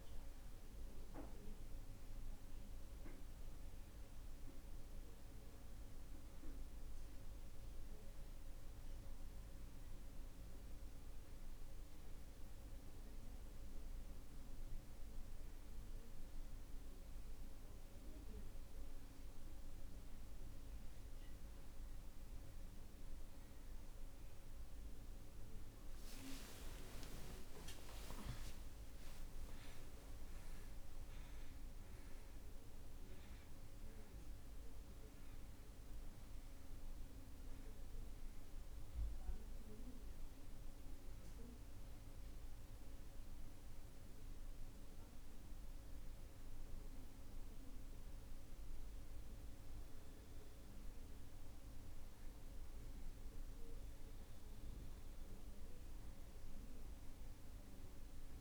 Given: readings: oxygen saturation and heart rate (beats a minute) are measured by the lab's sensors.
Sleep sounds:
breathing in sleep, hard to hear, by a room microphone; none
24.50-28.50 s: arousal
From the record:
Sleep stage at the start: N2 (light sleep); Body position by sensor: on the right side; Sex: male

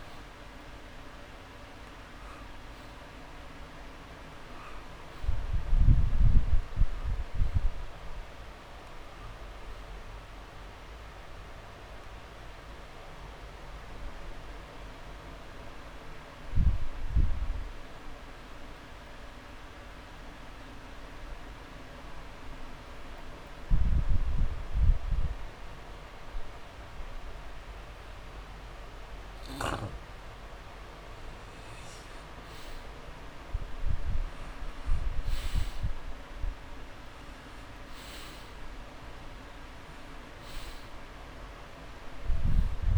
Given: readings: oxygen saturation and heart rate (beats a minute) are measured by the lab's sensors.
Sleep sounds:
breathing in sleep, hard to hear, by a room microphone; 1
9.00-11.00 s: long interval between heartbeats (device-marked)
15.50-31.00 s: obstructive apnea (oxygen 99% before, 88% lowest)
33.50-36.50 s: arousal
39.50-42.98 s: oxygen desaturation (device-marked, oxygen 97% before, 88% lowest)
From the record:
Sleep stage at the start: N2 (light sleep); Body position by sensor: on the back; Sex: male

